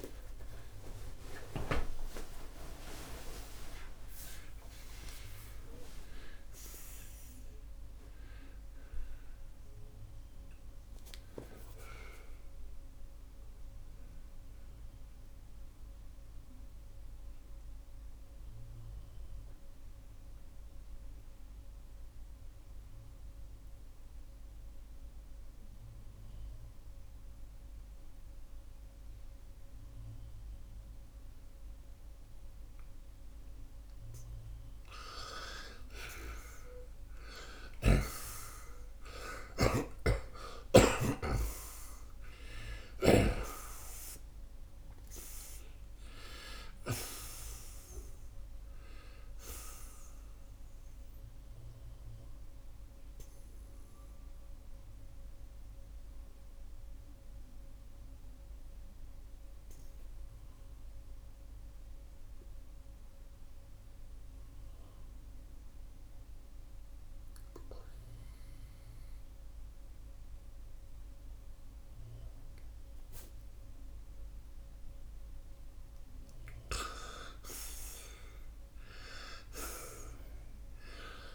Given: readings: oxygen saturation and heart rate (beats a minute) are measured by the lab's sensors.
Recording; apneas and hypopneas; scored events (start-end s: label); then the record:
breathing in sleep by a room microphone; 2
13.50-34.50 s: obstructive apnea (oxygen 95% before, 85% lowest, heart rate 124 before, 65 extreme, up 52 after)
36.50-41.00 s: arousal
39.00-43.00 s: snoring (device-marked)
41.50-57.50 s: oxygen desaturation (device-marked, oxygen 95% before, 91% lowest, heart rate 80 before, 74 extreme)
53.00-75.00 s: obstructive apnea (oxygen 95% before, 85% lowest, heart rate 99 before, 76 extreme, up 14 after)
62.50-76.50 s: oxygen desaturation (device-marked, oxygen 92% before, 85% lowest, heart rate 96 before, 74 extreme)
77.50-80.50 s: arousal
From the record:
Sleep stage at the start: N2 (light sleep); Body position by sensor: on the right side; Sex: male